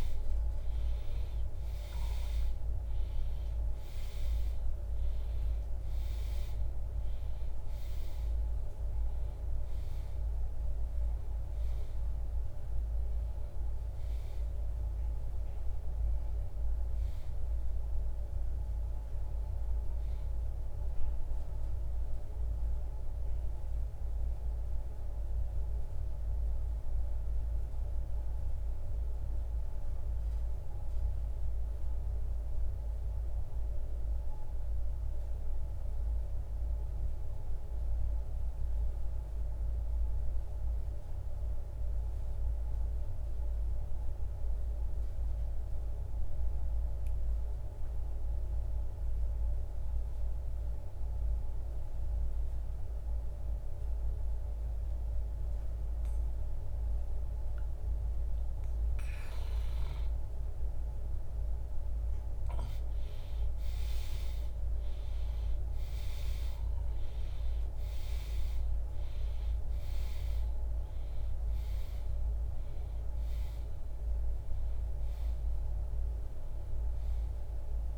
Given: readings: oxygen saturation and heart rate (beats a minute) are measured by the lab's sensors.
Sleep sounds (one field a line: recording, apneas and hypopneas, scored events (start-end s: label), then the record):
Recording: breathing in sleep, hard to hear, by a room microphone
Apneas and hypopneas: 1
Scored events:
0.00-1.00 s: arousal
2.00-38.00 s: oxygen desaturation (device-marked, oxygen 97% before, 82% lowest, heart rate 62 before, 56 extreme)
23.00-59.50 s: obstructive apnea (oxygen 97% before, 78% lowest, heart rate 78 before, 56 extreme, up 17 after)
60.50-65.50 s: arousal
64.00-77.98 s: oxygen desaturation (device-marked, oxygen 97% before, 78% lowest, heart rate 61 before, 54 extreme)
From the record:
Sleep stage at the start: N2 (light sleep)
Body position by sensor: on the back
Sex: male